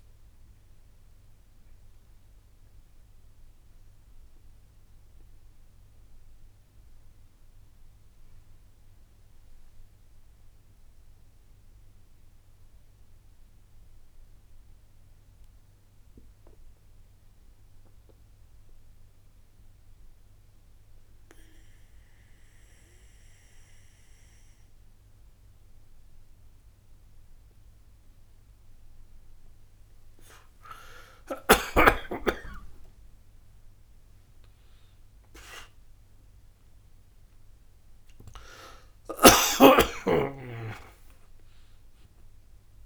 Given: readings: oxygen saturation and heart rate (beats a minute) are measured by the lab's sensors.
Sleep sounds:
breathing in sleep by a room microphone; 1
2.00-33.00 s: mixed apnea (oxygen 99% before, 89% lowest, heart rate 63 before, 63 extreme, up 0 after)
35.00-39.00 s: arousal
37.00-42.86 s: oxygen desaturation (device-marked, oxygen 98% before, 89% lowest, heart rate 63 before, 62 extreme)
From the record:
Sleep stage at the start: N2 (light sleep); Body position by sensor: on the back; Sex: male

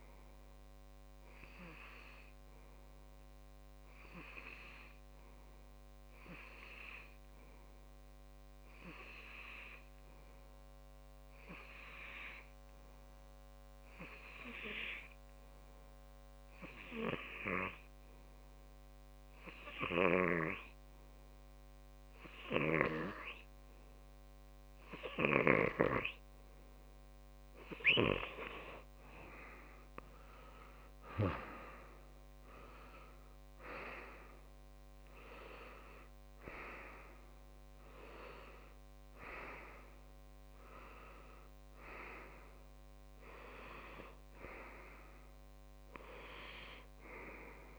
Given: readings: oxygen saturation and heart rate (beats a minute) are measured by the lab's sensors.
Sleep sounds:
breathing in sleep by a microphone on the trachea; 1
2.00-26.50 s: hypopnea (oxygen 97% before, 94% lowest)
28.50-31.50 s: arousal
From the record:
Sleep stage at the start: N2 (light sleep); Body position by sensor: on the left side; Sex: male

